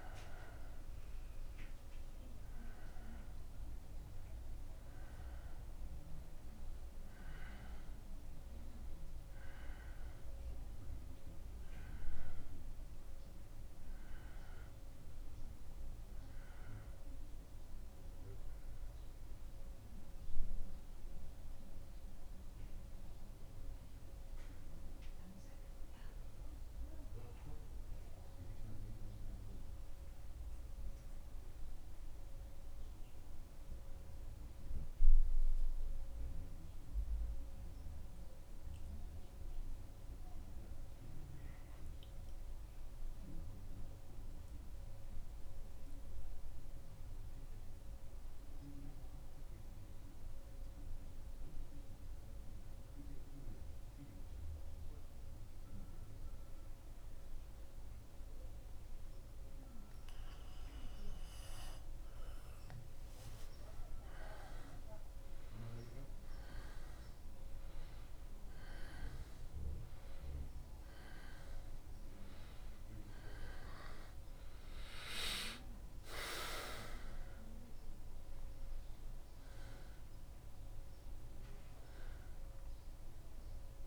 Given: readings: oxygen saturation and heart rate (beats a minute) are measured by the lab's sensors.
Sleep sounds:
breathing in sleep by a room microphone; 1
0.00-1.50 s: arousal
0.00-6.00 s: oxygen desaturation (device-marked, oxygen 90% lowest, heart rate 74 extreme)
22.50-60.50 s: mixed apnea (oxygen 96% before, 93% lowest, heart rate 76 before, 73 extreme, up 2 after)
62.50-67.00 s: arousal
From the record:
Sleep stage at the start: N2 (light sleep); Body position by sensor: on the back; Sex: male

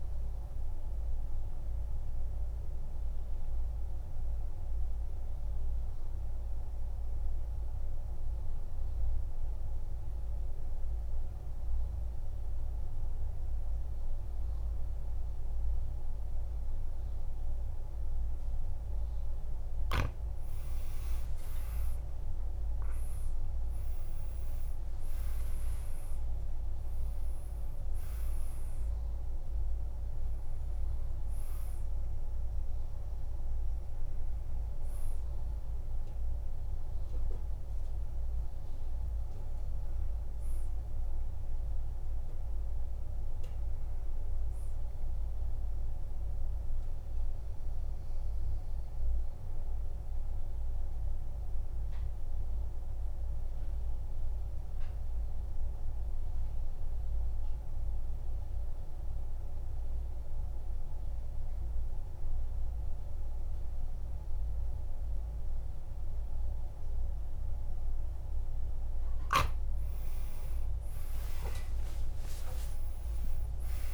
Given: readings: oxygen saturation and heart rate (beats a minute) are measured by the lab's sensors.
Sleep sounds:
breathing in sleep, hard to hear, by a room microphone; 2
0.50-19.00 s: obstructive apnea (oxygen 99% before, 89% lowest, heart rate 54 before, 50 extreme, up 17 after)
15.50-48.50 s: oxygen desaturation (device-marked, oxygen 98% before, 89% lowest, heart rate 52 before, 48 extreme)
22.00-26.50 s: arousal
46.00-68.00 s: mixed apnea (oxygen 96% before, 91% lowest, heart rate 58 before, 48 extreme, up 34 after)
69.50-73.94 s: oxygen desaturation (device-marked, oxygen 99% before, 91% lowest, heart rate 52 before, 49 extreme)
70.00-73.94 s: arousal
72.00-73.94 s: long interval between heartbeats (device-marked, heart rate 53 before, 79 extreme)
From the record:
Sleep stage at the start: N2 (light sleep); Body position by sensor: on the back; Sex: male

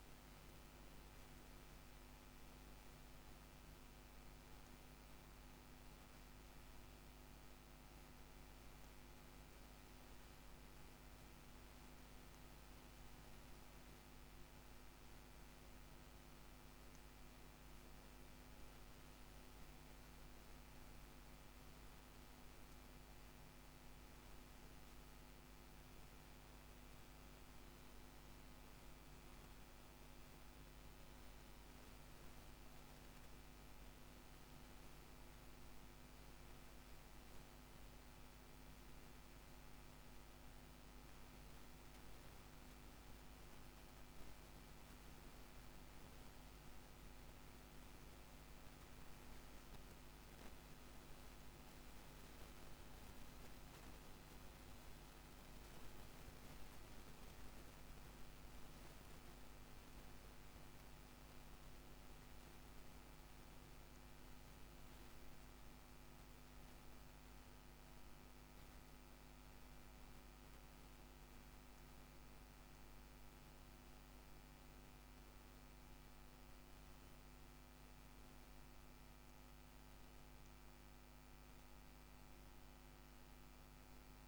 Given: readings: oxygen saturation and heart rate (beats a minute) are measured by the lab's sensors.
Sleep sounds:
a person awake in a sleep study, hard to hear, by a microphone on the trachea; none
none scored
From the record:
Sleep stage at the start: awake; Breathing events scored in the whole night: 135 in 6.0 hours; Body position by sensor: on the back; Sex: male

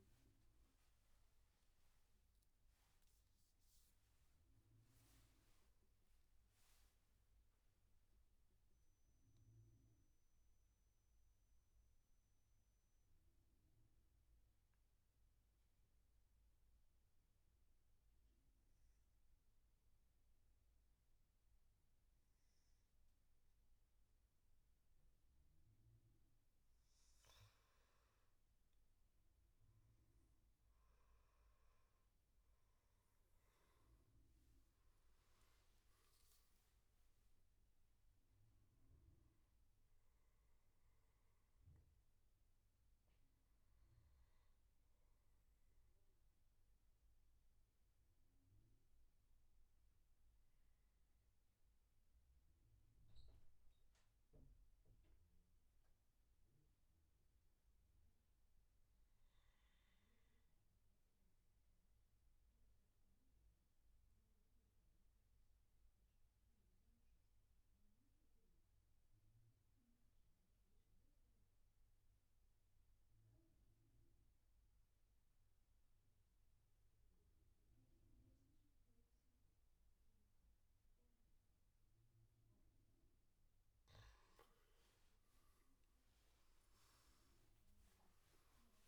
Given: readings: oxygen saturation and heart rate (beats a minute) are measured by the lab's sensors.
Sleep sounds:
breathing in sleep, hard to hear, by a room microphone; 2
7.50-25.50 s: mixed apnea (oxygen 100% before, 93% lowest, heart rate 77 before, 62 extreme, up 7 after)
24.50-47.50 s: oxygen desaturation (device-marked, oxygen 99% before, 93% lowest, heart rate 72 before, 62 extreme)
27.50-31.50 s: arousal
29.50-88.88 s: new sleep stage, N2 (light sleep)
43.00-82.00 s: obstructive apnea (oxygen 99% before, 89% lowest, heart rate 74 before, 62 extreme, up 22 after)
69.50-88.88 s: oxygen desaturation (device-marked, oxygen 98% before, 89% lowest, heart rate 69 before, 62 extreme)
85.50-88.88 s: arousal
From the record:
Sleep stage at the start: N1 (lightest sleep); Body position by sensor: on the back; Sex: male

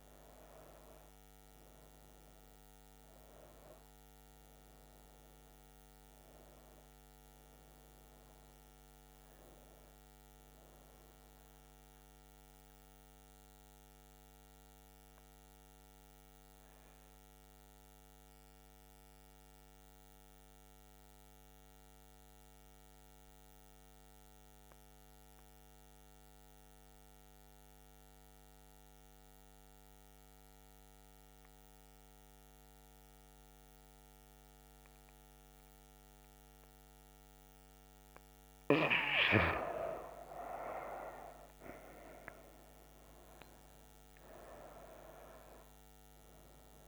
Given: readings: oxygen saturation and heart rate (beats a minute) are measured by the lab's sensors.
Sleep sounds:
breathing in sleep by a microphone on the trachea; 1
0.00-15.50 s: oxygen desaturation (device-marked, oxygen 91% lowest, heart rate 65 extreme)
13.50-36.00 s: mixed apnea (oxygen 96% before, 90% lowest, heart rate 79 before, 65 extreme, up 9 after)
36.50-46.87 s: oxygen desaturation (device-marked, oxygen 97% before, 91% lowest, heart rate 67 before, 67 extreme)
37.50-41.50 s: arousal
From the record:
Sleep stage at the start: N2 (light sleep); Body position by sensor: on the right side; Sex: female

